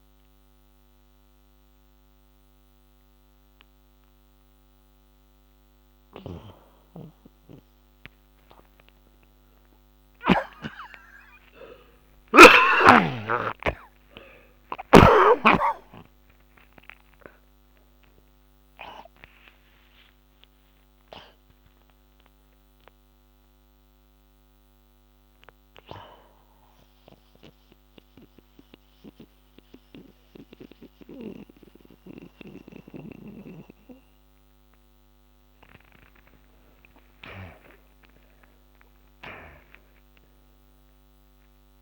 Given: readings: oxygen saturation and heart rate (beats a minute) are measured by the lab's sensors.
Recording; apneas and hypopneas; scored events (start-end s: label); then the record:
breathing in sleep by a microphone on the trachea; 1
2.50-13.50 s: oxygen desaturation (device-marked, oxygen 96% before, 89% lowest, heart rate 78 before, 56 extreme)
10.00-13.50 s: snoring (device-marked)
11.50-16.00 s: arousal
26.50-37.00 s: obstructive apnea (oxygen 96% before, 80% lowest, heart rate 87 before, 56 extreme, up 60 after)
37.50-41.50 s: arousal
From the record:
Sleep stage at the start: N1 (lightest sleep); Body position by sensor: on the back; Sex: male